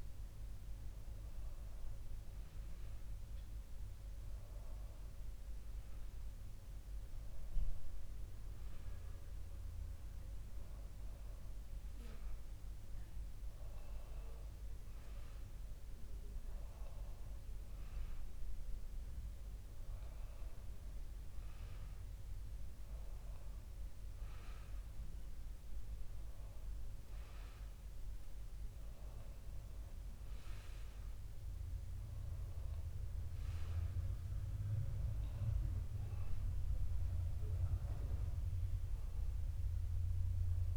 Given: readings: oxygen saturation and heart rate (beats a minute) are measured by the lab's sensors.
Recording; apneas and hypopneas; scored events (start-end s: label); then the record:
breathing in sleep, hard to hear, by a room microphone; none
none scored
From the record:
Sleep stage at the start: N2 (light sleep); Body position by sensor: on the back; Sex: male